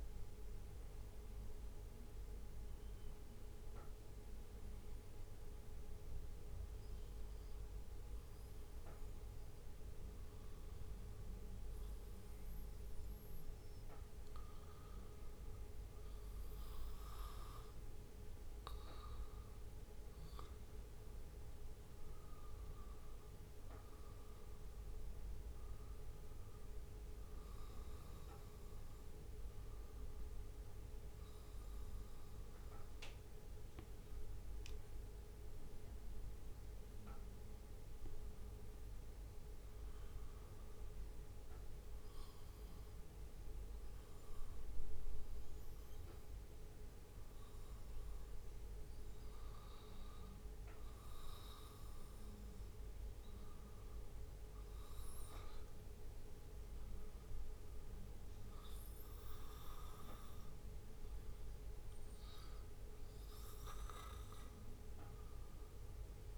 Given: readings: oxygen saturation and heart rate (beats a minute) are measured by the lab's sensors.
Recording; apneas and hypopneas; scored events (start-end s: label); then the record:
breathing in sleep, hard to hear, by a room microphone; none
none scored
From the record:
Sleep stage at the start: N2 (light sleep); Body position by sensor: on the back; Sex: male